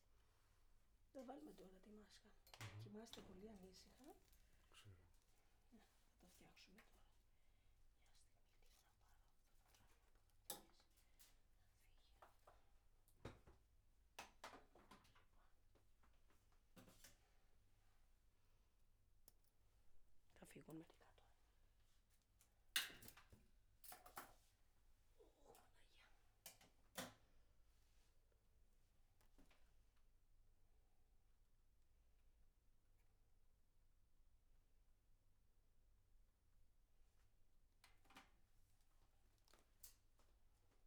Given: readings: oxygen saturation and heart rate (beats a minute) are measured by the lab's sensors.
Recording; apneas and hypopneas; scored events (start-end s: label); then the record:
a person awake in a sleep study, by a room microphone; none
0.00-9.50 s: tachycardia (device-marked, heart rate 162 extreme)
0.00-14.50 s: oxygen desaturation (device-marked, oxygen 93% lowest, heart rate 69 extreme)
4.00-6.00 s: long interval between heartbeats (device-marked, heart rate 72 before, 129 extreme)
6.00-8.00 s: long interval between heartbeats (device-marked, heart rate 78 before, 143 extreme)
7.50-40.87 s: new sleep stage, awake
8.00-10.00 s: long interval between heartbeats (device-marked, heart rate 86 before, 155 extreme)
10.00-12.00 s: long interval between heartbeats (device-marked, heart rate 96 before, 119 extreme)
28.50-30.50 s: long interval between heartbeats (device-marked, heart rate 88 before, 86 extreme)
28.50-32.50 s: tachycardia (device-marked, heart rate 74 before, 107 extreme)
31.50-33.50 s: long interval between heartbeats (device-marked, heart rate 82 before, 107 extreme)
36.50-38.50 s: long interval between heartbeats (device-marked, heart rate 86 before, 88 extreme)
From the record:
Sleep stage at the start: N2 (light sleep); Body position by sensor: on the back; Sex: male